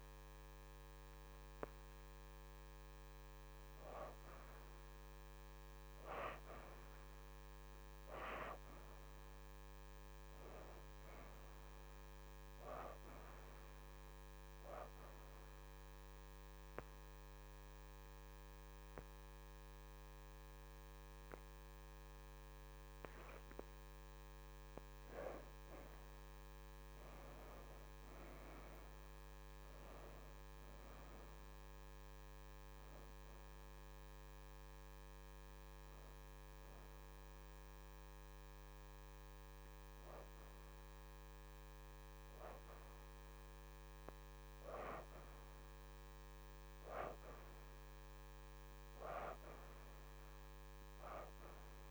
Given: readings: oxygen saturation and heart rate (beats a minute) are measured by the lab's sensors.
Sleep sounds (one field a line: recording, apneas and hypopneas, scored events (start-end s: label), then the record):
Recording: breathing in sleep by a microphone on the trachea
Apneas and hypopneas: 1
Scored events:
0.00-2.50 s: oxygen desaturation (device-marked, oxygen 68% lowest, heart rate 76 extreme)
5.50-51.91 s: new sleep stage, N2 (light sleep)
7.50-12.00 s: arousal
15.50-25.50 s: obstructive apnea (oxygen 85% before, 63% lowest, heart rate 78 before, 76 extreme, up 6 after)
15.50-28.50 s: oxygen desaturation (device-marked, oxygen 83% before, 71% lowest, heart rate 78 before, 76 extreme)
27.50-30.50 s: arousal
30.50-50.50 s: oxygen desaturation (device-marked, oxygen 81% before, 63% lowest, heart rate 81 before, 76 extreme)
49.00-51.91 s: arousal
From the record:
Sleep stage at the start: N1 (lightest sleep)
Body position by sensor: on the back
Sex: female